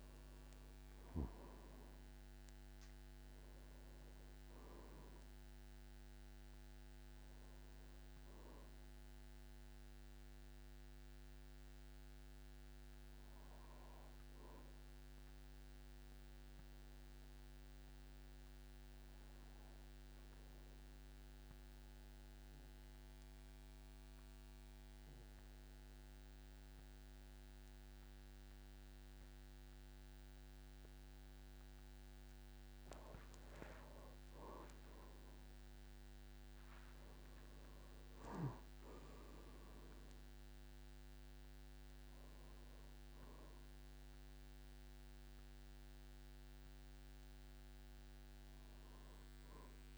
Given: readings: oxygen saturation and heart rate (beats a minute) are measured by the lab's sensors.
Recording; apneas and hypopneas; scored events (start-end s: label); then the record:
breathing in sleep, hard to hear, by a microphone on the trachea; 1
0.00-2.50 s: arousal
1.00-26.00 s: oxygen desaturation (device-marked, oxygen 98% before, 92% lowest, heart rate 52 before, 47 extreme)
15.00-32.00 s: obstructive apnea (oxygen 98% before, 92% lowest, heart rate 58 before, 47 extreme, up 15 after)
35.50-39.50 s: arousal
40.00-49.98 s: oxygen desaturation (device-marked, oxygen 98% before, 92% lowest, heart rate 51 before, 46 extreme)
From the record:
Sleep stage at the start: N2 (light sleep); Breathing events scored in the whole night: 282 in 3.9 hours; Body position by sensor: on the back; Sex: male